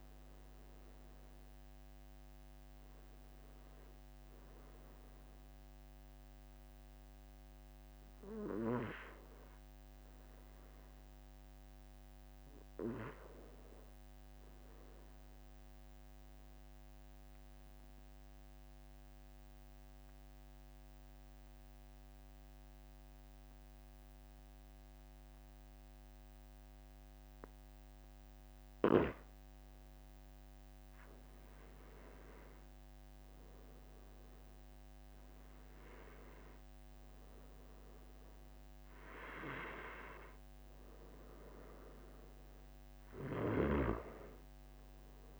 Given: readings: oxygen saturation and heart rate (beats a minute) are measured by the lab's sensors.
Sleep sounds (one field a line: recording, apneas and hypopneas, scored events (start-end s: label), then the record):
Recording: breathing in sleep by a microphone on the trachea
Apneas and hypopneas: 1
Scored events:
15.00-30.50 s: obstructive apnea (oxygen 95% before, 92% lowest, heart rate 46 before, 44 extreme, up 1 after)
33.50-37.50 s: arousal
From the record:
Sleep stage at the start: N2 (light sleep)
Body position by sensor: on the back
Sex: male